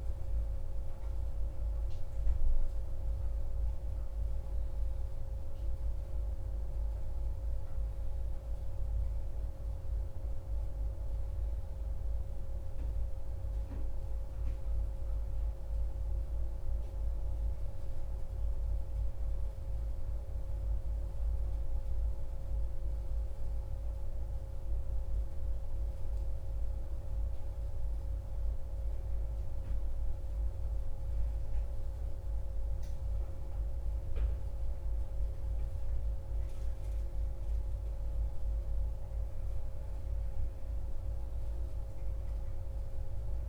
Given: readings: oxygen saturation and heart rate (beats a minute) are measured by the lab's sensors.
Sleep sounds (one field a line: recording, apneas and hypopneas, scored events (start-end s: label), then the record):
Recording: breathing in sleep, hard to hear, by a room microphone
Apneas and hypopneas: 1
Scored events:
17.00-20.50 s: arousal
23.50-35.50 s: hypopnea (oxygen 93% before, 92% lowest, heart rate 68 before, 65 extreme, up 1 after)
37.00-41.00 s: arousal
From the record:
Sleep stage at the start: N1 (lightest sleep)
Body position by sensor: on the back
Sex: male